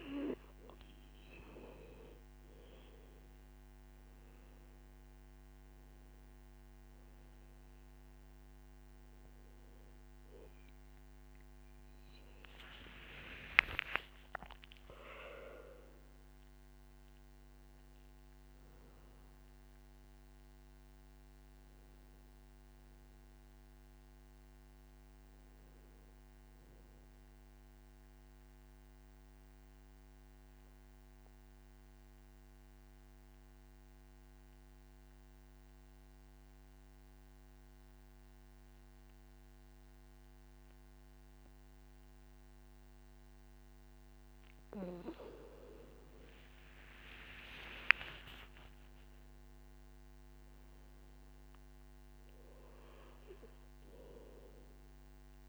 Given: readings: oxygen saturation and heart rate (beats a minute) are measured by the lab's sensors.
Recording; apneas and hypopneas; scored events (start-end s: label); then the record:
breathing in sleep by a microphone on the trachea; 1
0.00-16.50 s: oxygen desaturation (device-marked, oxygen 91% lowest, heart rate 50 extreme)
2.50-6.50 s: arousal
28.00-45.00 s: mixed apnea (oxygen 97% before, 90% lowest, heart rate 66 before, 50 extreme, up 25 after)
47.00-51.00 s: arousal
48.00-50.00 s: long interval between heartbeats (device-marked, heart rate 55 before, 70 extreme)
48.50-55.49 s: oxygen desaturation (device-marked, oxygen 100% before, 93% lowest, heart rate 55 before, 51 extreme)
From the record:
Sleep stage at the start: N2 (light sleep); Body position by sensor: on the back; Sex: male